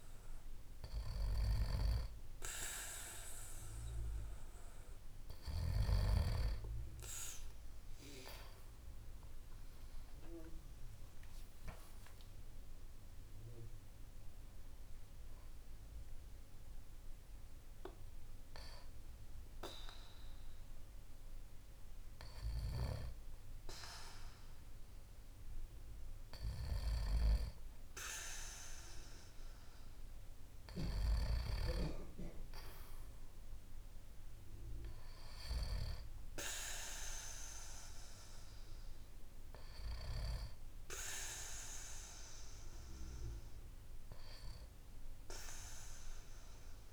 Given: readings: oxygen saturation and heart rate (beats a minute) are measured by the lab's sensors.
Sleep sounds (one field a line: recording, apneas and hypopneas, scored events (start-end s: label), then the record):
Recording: breathing in sleep by a room microphone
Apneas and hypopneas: none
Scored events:
8.50-12.00 s: arousal
From the record:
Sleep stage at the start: N2 (light sleep)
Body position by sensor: on the back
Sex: male